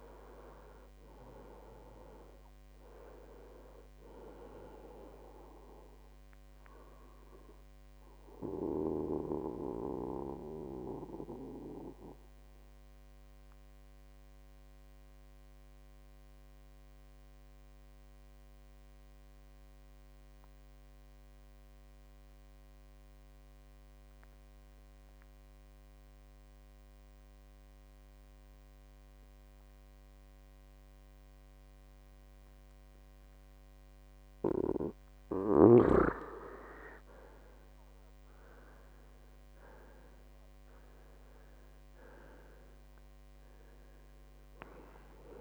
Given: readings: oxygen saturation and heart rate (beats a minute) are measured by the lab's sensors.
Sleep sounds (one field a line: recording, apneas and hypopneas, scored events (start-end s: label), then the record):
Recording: breathing in sleep by a microphone on the trachea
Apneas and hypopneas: 1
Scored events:
0.00-23.00 s: oxygen desaturation (device-marked, oxygen 90% lowest, heart rate 57 extreme)
9.00-36.00 s: mixed apnea (oxygen 98% before, 90% lowest, heart rate 76 before, 57 extreme, up 16 after)
38.00-41.50 s: arousal
39.50-41.50 s: long interval between heartbeats (device-marked, heart rate 62 before, 72 extreme)
41.00-45.41 s: oxygen desaturation (device-marked, oxygen 98% before, 91% lowest, heart rate 63 before, 58 extreme)
From the record:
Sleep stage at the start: N2 (light sleep)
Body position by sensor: on the back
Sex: male